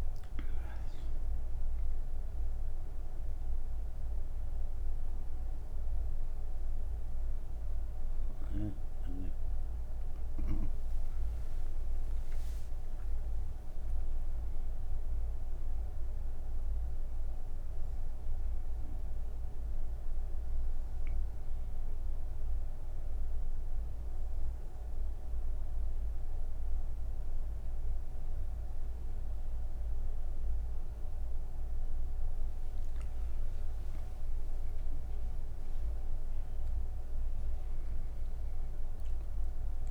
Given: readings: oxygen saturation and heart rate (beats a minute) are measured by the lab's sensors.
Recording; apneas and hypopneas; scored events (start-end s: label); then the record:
breathing in sleep, hard to hear, by a room microphone; none
none scored
From the record:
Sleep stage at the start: N1 (lightest sleep); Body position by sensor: on the right side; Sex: female